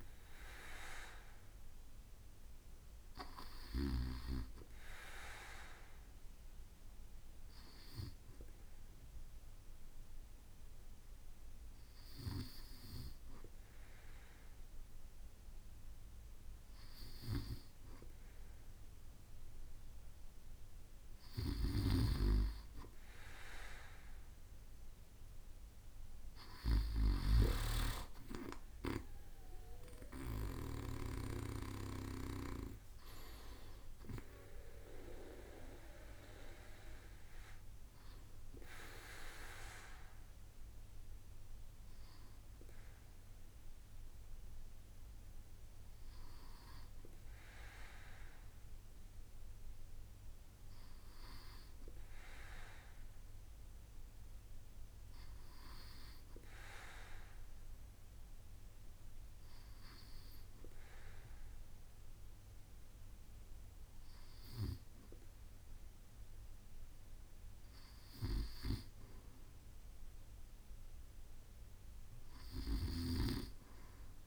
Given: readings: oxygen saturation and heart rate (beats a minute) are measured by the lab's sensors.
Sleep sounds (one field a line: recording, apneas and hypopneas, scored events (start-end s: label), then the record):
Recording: breathing in sleep by a room microphone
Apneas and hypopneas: none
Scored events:
0.00-4.00 s: snoring (device-marked)
27.00-30.50 s: snoring (device-marked)
From the record:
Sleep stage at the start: N2 (light sleep)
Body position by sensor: on the back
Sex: male